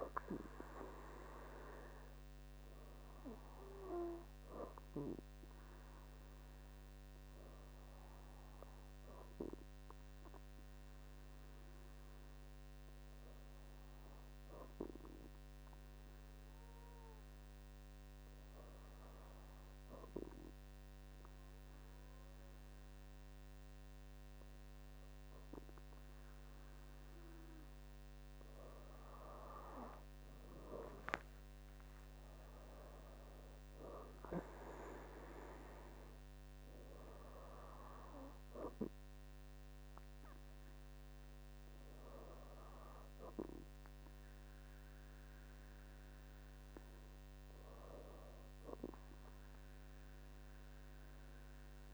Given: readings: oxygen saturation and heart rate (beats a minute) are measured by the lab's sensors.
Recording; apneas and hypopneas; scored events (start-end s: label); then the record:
breathing in sleep by a microphone on the trachea; 1
6.00-25.00 s: hypopnea (oxygen 98% before, 96% lowest, heart rate 68 before, 63 extreme, up 17 after)
31.50-35.50 s: arousal
From the record:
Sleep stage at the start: N2 (light sleep); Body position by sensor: on the back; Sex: female